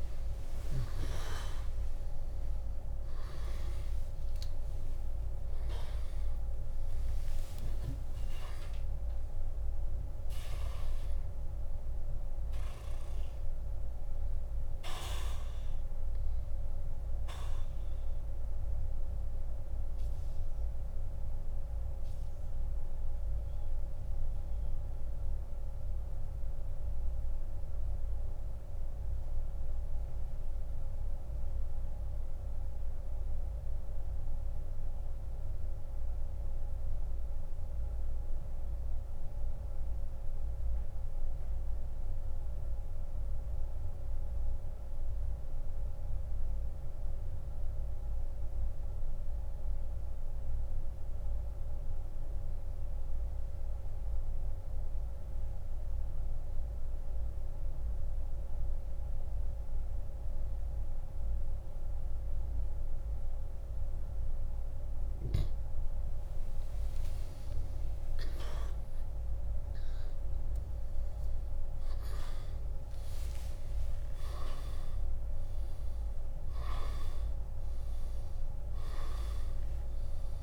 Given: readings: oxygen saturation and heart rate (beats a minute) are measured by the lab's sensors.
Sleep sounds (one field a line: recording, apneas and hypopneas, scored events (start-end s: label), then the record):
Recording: breathing in sleep, hard to hear, by a room microphone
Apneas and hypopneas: 1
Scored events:
3.00-8.00 s: arousal
7.50-19.50 s: oxygen desaturation (device-marked, oxygen 96% before, 92% lowest, heart rate 68 before, 69 extreme)
19.00-64.50 s: mixed apnea (oxygen 97% before, 86% lowest, heart rate 87 before, 66 extreme, up 19 after)
31.50-51.50 s: oxygen desaturation (device-marked, oxygen 92% before, 86% lowest, heart rate 85 before, 66 extreme)
69.50-74.50 s: arousal
78.50-80.43 s: oxygen desaturation (device-marked, oxygen 96% before, 87% lowest, heart rate 84 before, 62 extreme)
From the record:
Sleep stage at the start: N2 (light sleep)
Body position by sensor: on the back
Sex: male